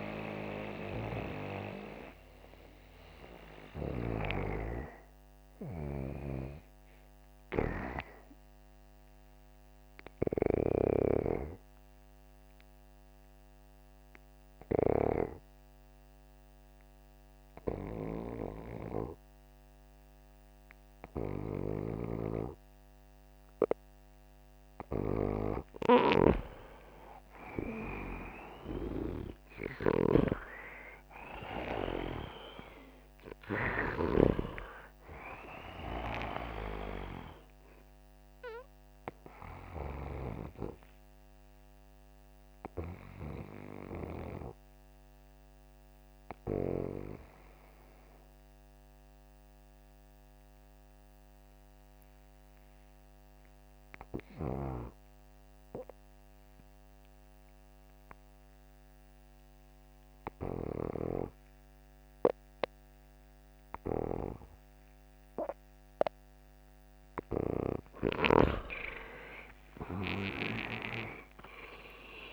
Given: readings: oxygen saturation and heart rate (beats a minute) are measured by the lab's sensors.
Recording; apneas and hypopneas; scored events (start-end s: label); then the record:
breathing in sleep by a microphone on the trachea; 2
0.00-9.50 s: oxygen desaturation (device-marked, oxygen 89% lowest, heart rate 138 extreme)
9.50-12.50 s: arousal
15.00-25.00 s: obstructive apnea (oxygen 94% before, 87% lowest, heart rate 156 before, 42 extreme, up 35 after)
26.50-30.00 s: arousal
34.00-37.50 s: arousal
40.50-66.50 s: obstructive apnea (oxygen 93% before, 87% lowest, heart rate 143 before, 43 extreme)
51.50-57.50 s: oxygen desaturation (device-marked, oxygen 91% before, 88% lowest, heart rate 90 before, 43 extreme)
68.00-72.32 s: arousal
From the record:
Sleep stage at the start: N2 (light sleep); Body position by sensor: upright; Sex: male